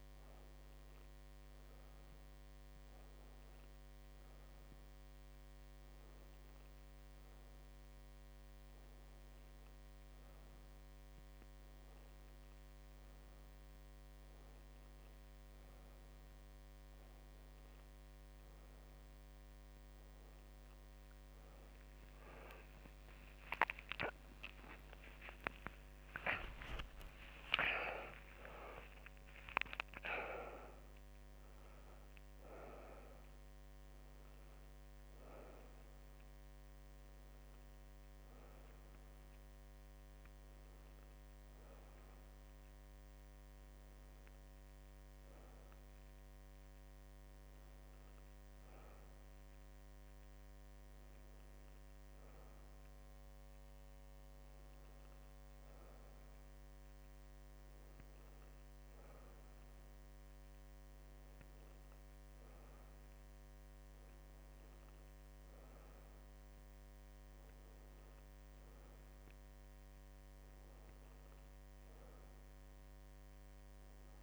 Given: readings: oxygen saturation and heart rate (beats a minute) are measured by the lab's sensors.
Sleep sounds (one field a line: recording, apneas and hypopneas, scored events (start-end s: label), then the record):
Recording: breathing in sleep by a microphone on the trachea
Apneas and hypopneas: none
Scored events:
22.50-28.00 s: arousal
From the record:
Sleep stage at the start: N2 (light sleep)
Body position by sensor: on the back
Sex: female